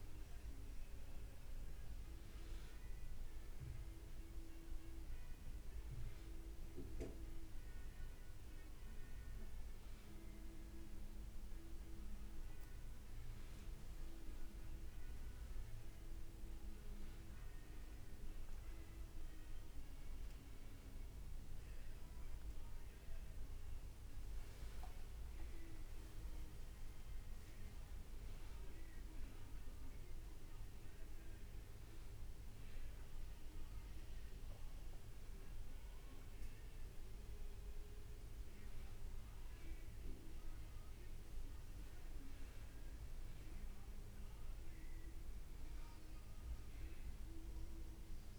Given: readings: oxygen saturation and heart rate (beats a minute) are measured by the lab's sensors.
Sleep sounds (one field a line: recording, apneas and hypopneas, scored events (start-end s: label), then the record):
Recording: breathing in sleep, hard to hear, by a room microphone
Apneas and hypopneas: none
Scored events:
13.50-16.50 s: leg movement (device-marked)
24.50-29.50 s: leg movement (device-marked)
41.00-45.50 s: leg movement (device-marked)
42.00-46.00 s: arousal
From the record:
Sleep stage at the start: N1 (lightest sleep)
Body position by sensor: on the back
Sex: male